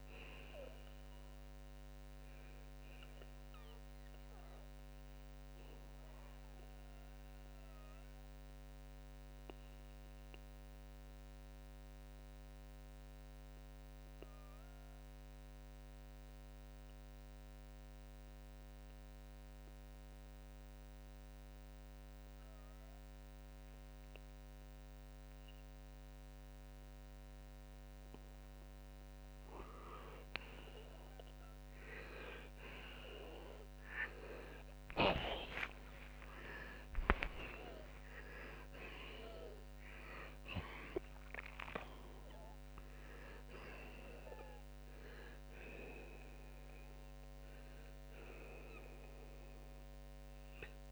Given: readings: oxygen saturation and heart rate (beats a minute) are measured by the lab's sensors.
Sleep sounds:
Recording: breathing in sleep by a microphone on the trachea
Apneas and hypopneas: 1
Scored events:
8.00-28.50 s: mixed apnea (oxygen 91% before, 83% lowest, heart rate 107 before, 58 extreme, up 45 after)
14.00-31.00 s: oxygen desaturation (device-marked, oxygen 91% before, 83% lowest, heart rate 90 before, 63 extreme)
34.50-39.00 s: arousal
From the record:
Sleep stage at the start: N2 (light sleep)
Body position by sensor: on the back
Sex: male

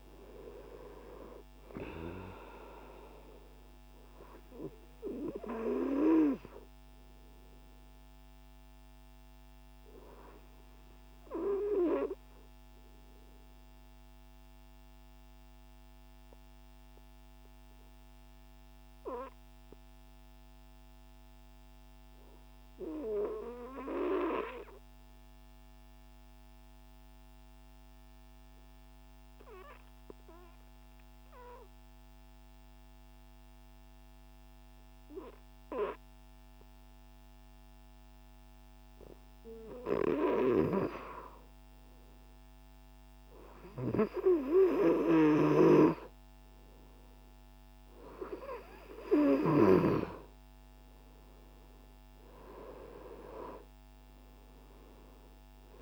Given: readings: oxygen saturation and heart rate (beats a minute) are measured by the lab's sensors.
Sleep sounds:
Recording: breathing in sleep by a microphone on the trachea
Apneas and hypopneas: 1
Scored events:
0.00-18.00 s: oxygen desaturation (device-marked, oxygen 92% lowest)
13.00-39.50 s: mixed apnea (oxygen 96% before, 92% lowest)
39.00-55.82 s: oxygen desaturation (device-marked, oxygen 98% before, 93% lowest)
41.50-45.50 s: arousal
From the record:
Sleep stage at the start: N2 (light sleep)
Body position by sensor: on the right side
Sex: male

